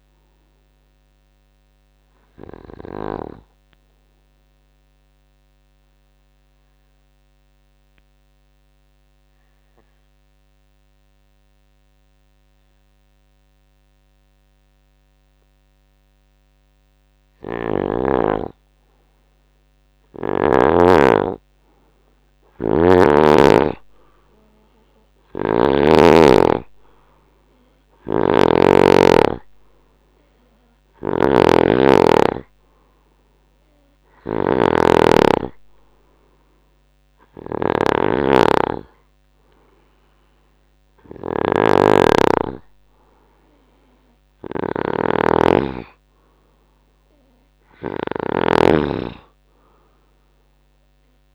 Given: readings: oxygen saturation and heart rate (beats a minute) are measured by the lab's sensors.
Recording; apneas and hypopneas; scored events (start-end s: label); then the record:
breathing in sleep by a microphone on the trachea; 1
0.00-17.50 s: oxygen desaturation (device-marked, oxygen 86% lowest, heart rate 61 extreme)
2.00-16.00 s: obstructive apnea (oxygen 97% before, 86% lowest, heart rate 76 before, 63 extreme, up 22 after)
19.00-24.00 s: arousal
25.00-51.35 s: snoring (device-marked)
30.50-42.50 s: oxygen desaturation (device-marked, oxygen 99% before, 92% lowest, heart rate 74 before, 75 extreme)
49.00-51.35 s: arousal
From the record:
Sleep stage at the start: N2 (light sleep); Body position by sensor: on the right side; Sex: male